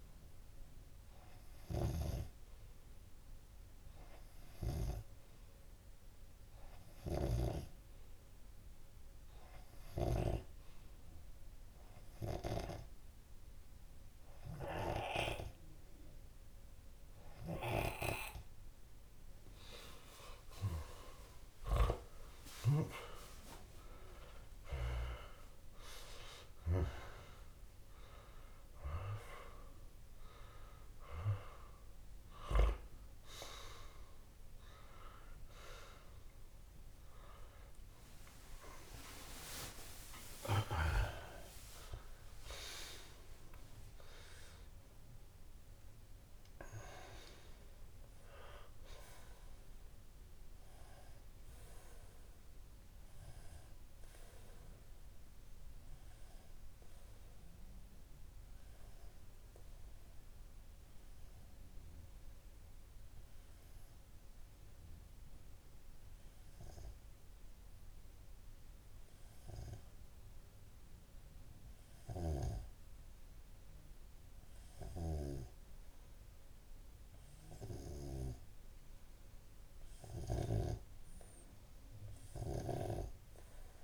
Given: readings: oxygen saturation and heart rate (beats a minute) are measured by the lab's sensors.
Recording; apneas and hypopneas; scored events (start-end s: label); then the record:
breathing in sleep by a room microphone; 2
2.00-8.00 s: snoring (device-marked)
7.50-19.50 s: hypopnea (oxygen 97% before, 94% lowest)
37.50-41.00 s: arousal
52.00-78.50 s: hypopnea (oxygen 96% before, 94% lowest)
80.50-83.84 s: arousal
From the record:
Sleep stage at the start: N2 (light sleep); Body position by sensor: on the left side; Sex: male